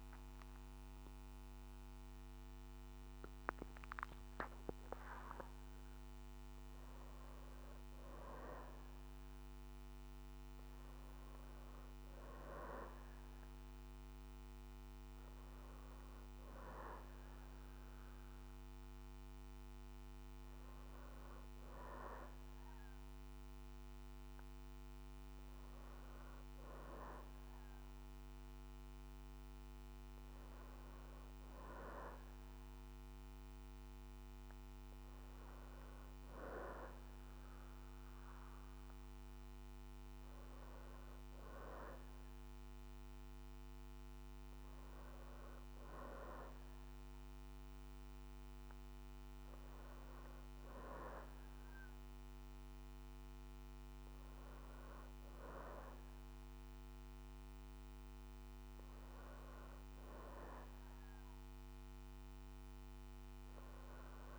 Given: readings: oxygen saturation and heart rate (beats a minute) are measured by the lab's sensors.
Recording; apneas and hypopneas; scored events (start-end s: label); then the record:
breathing in sleep by a microphone on the trachea; none
0.00-4.00 s: arousal
1.50-64.39 s: new sleep stage, N2 (light sleep)
16.50-27.50 s: oxygen desaturation (device-marked, oxygen 95% before, 92% lowest, heart rate 68 before, 62 extreme)
From the record:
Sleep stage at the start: N1 (lightest sleep); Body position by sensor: on the back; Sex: female